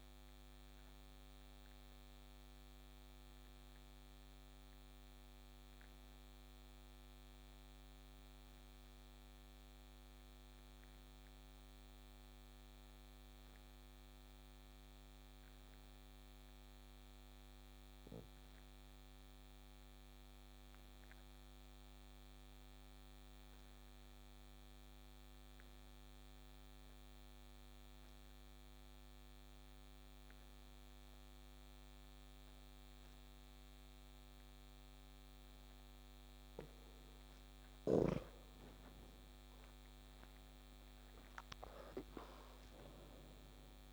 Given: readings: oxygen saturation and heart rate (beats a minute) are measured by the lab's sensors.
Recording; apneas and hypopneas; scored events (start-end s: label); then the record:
breathing in sleep, hard to hear, by a microphone on the trachea; 1
0.00-4.00 s: oxygen desaturation (device-marked, oxygen 94% lowest)
1.00-36.50 s: obstructive apnea (oxygen 98% before, 88% lowest)
38.00-43.92 s: oxygen desaturation (device-marked, oxygen 95% before, 89% lowest)
39.00-43.00 s: arousal
From the record:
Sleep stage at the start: N2 (light sleep); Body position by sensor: on the back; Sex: male